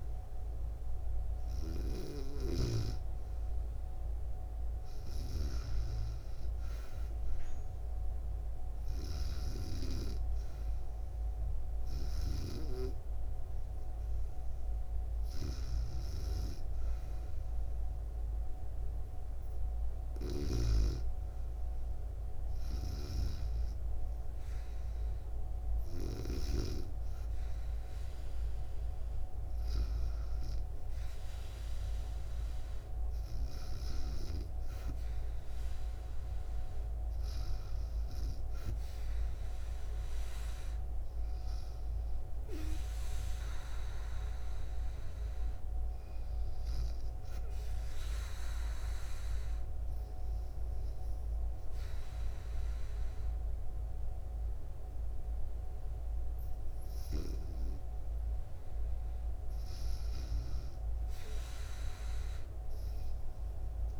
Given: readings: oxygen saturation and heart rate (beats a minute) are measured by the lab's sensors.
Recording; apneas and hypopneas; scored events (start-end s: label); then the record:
breathing in sleep by a room microphone; 1
0.00-2.00 s: snoring (device-marked)
8.50-12.00 s: snoring (device-marked)
19.50-26.50 s: snoring (device-marked)
47.50-58.50 s: obstructive apnea (oxygen 96% before, 95% lowest, heart rate 73 before, 68 extreme, up 0 after)
60.00-64.00 s: arousal
From the record:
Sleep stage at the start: REM sleep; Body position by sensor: on the back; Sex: female